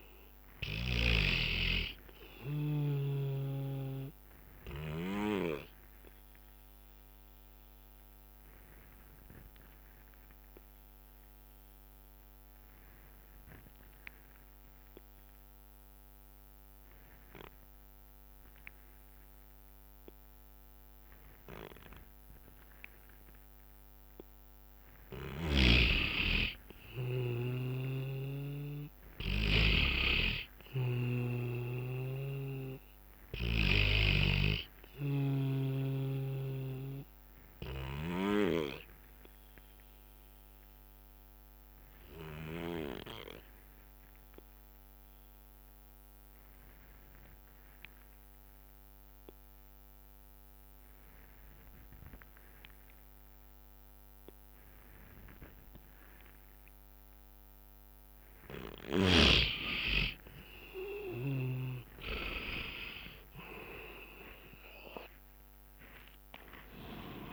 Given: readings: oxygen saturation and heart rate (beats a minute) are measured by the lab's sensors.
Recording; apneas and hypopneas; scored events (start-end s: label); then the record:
breathing in sleep by a microphone on the trachea; 2
0.00-5.50 s: drop in pulse transit time (device-marked, heart rate 63 extreme)
0.00-14.50 s: oxygen desaturation (device-marked, oxygen 89% lowest, heart rate 56 extreme)
5.00-24.50 s: obstructive apnea (oxygen 97% before, 88% lowest, heart rate 65 before, 56 extreme, up 6 after)
5.50-15.50 s: bradycardia (device-marked, heart rate 64 before, 56 extreme)
24.50-36.50 s: drop in pulse transit time (device-marked, heart rate 60 before, 61 extreme)
27.00-30.50 s: arousal
27.50-46.50 s: oxygen desaturation (device-marked, oxygen 99% before, 91% lowest, heart rate 59 before, 58 extreme)
30.50-34.00 s: snoring (device-marked)
38.50-40.50 s: bradycardia (device-marked, heart rate 64 before, 60 extreme)
39.50-59.00 s: obstructive apnea (oxygen 99% before, 86% lowest, heart rate 62 before, 58 extreme, up 12 after)
59.50-67.33 s: oxygen desaturation (device-marked, oxygen 98% before, 88% lowest, heart rate 62 before, 58 extreme)
61.50-67.33 s: drop in pulse transit time (device-marked, heart rate 62 before, 68 extreme)
62.50-67.00 s: arousal
From the record:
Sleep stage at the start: N2 (light sleep); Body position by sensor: on the back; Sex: male